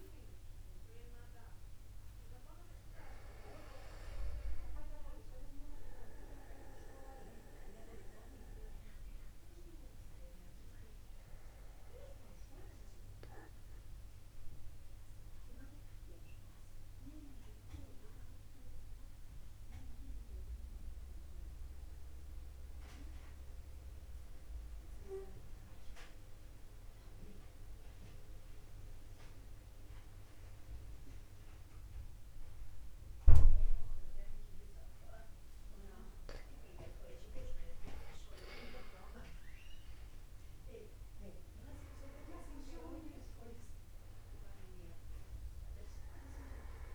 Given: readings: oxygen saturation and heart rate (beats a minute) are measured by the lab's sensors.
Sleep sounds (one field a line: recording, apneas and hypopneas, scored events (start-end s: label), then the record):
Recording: breathing in sleep by a room microphone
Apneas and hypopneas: 1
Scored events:
15.50-37.00 s: mixed apnea (oxygen 97% before, 94% lowest, heart rate 51 before, 50 extreme, up 9 after)
36.00-38.00 s: long interval between heartbeats (device-marked, heart rate 50 before, 60 extreme)
40.00-45.00 s: arousal
From the record:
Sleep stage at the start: N2 (light sleep)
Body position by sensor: upright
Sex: male